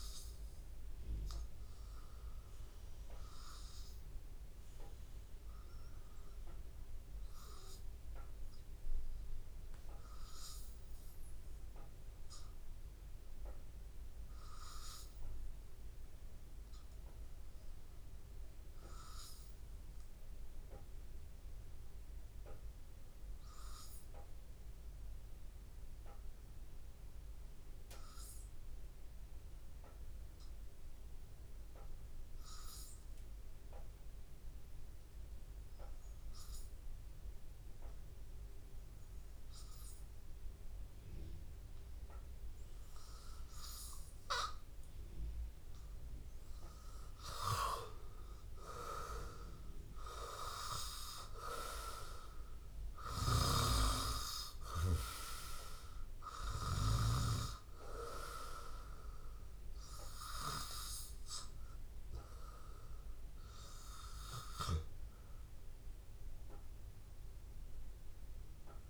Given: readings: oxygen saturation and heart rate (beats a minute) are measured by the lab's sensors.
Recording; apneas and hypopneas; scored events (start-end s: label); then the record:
breathing in sleep by a room microphone; 1
0.00-11.50 s: oxygen desaturation (device-marked, oxygen 91% lowest, heart rate 80 extreme)
17.00-43.00 s: hypopnea (oxygen 99% before, 89% lowest, heart rate 83 before, 80 extreme, up 5 after)
33.50-68.90 s: oxygen desaturation (device-marked, oxygen 98% before, 89% lowest, heart rate 82 before, 79 extreme)
34.00-36.00 s: long interval between heartbeats (device-marked, heart rate 82 before, 82 extreme)
45.00-48.00 s: arousal
56.00-58.00 s: long interval between heartbeats (device-marked, heart rate 83 before, 85 extreme)
From the record:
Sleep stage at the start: N2 (light sleep); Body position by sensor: on the back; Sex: male